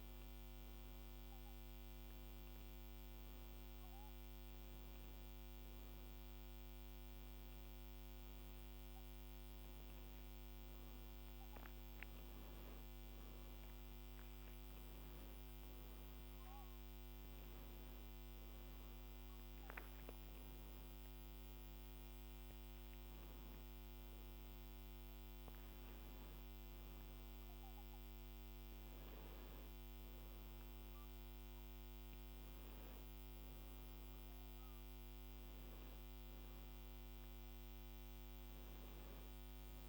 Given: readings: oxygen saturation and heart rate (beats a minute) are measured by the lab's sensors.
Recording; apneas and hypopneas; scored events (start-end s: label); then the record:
a person awake in a sleep study, hard to hear, by a microphone on the trachea; none
none scored
From the record:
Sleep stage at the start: awake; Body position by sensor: on the back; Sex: female